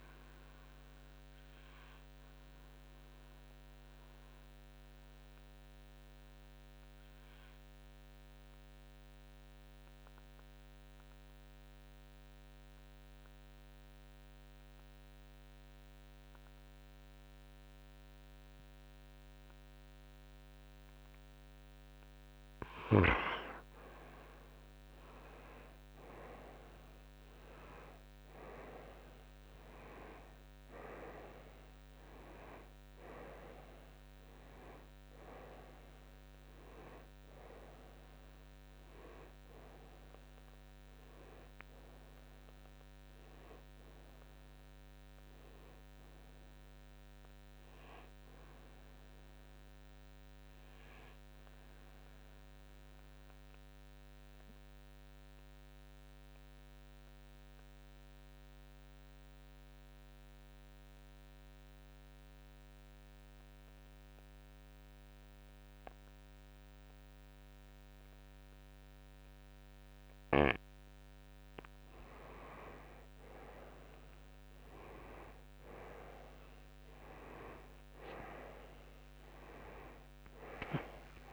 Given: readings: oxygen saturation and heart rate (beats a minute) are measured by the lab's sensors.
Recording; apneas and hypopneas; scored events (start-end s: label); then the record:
breathing in sleep by a microphone on the trachea; 2
2.50-16.50 s: oxygen desaturation (device-marked, oxygen 95% before, 89% lowest, heart rate 65 before, 57 extreme)
3.50-23.00 s: mixed apnea (oxygen 97% before, 89% lowest, heart rate 65 before, 57 extreme, up 11 after)
25.00-29.00 s: arousal
31.50-63.50 s: oxygen desaturation (device-marked, oxygen 97% before, 89% lowest, heart rate 61 before, 57 extreme)
49.50-71.00 s: obstructive apnea (oxygen 97% before, 89% lowest, heart rate 67 before, 58 extreme, up 9 after)
74.50-79.50 s: arousal
From the record:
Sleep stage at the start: N2 (light sleep); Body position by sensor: on the right side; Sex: male